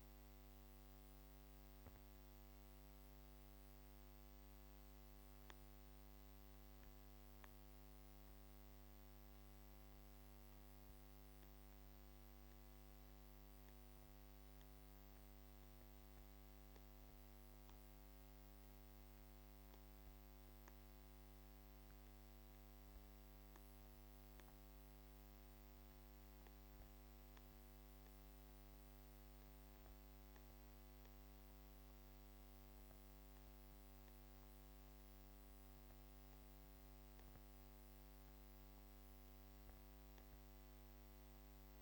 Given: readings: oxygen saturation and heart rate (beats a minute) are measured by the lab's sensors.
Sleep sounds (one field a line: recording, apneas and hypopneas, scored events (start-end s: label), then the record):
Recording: breathing in sleep, hard to hear, by a microphone on the trachea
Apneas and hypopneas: none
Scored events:
none scored
From the record:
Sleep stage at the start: N1 (lightest sleep)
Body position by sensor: on the back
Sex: female